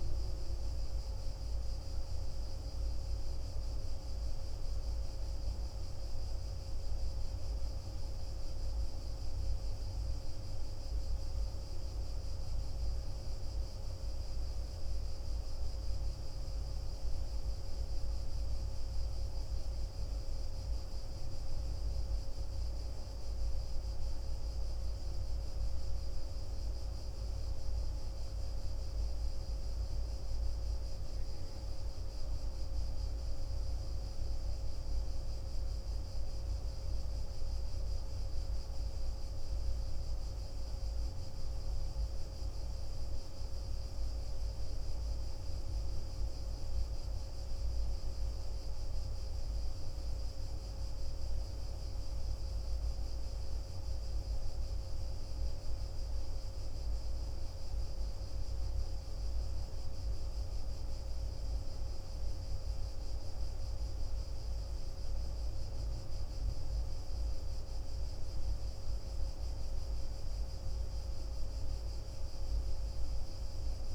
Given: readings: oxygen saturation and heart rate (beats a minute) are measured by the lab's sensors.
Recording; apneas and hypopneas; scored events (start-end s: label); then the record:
breathing in sleep, hard to hear, by a room microphone; none
none scored
From the record:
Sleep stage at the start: N1 (lightest sleep); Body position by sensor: on the back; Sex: male